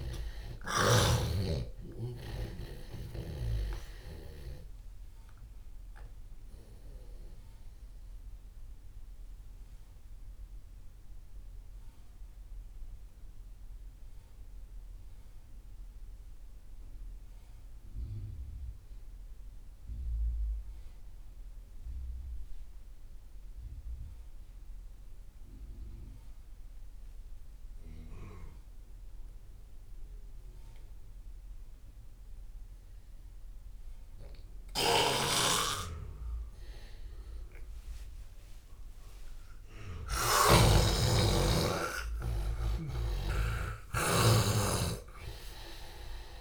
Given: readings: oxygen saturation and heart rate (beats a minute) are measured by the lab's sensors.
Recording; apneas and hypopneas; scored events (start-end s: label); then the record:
breathing in sleep by a room microphone; 1
0.00-24.50 s: oxygen desaturation (device-marked, oxygen 85% lowest)
5.50-36.00 s: obstructive apnea (oxygen 98% before, 83% lowest)
34.50-40.50 s: snoring (device-marked)
38.00-42.50 s: arousal
39.50-46.41 s: oxygen desaturation (device-marked, oxygen 98% before, 83% lowest)
42.50-46.41 s: snoring (device-marked)
From the record:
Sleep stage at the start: N2 (light sleep); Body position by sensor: on the left side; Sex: male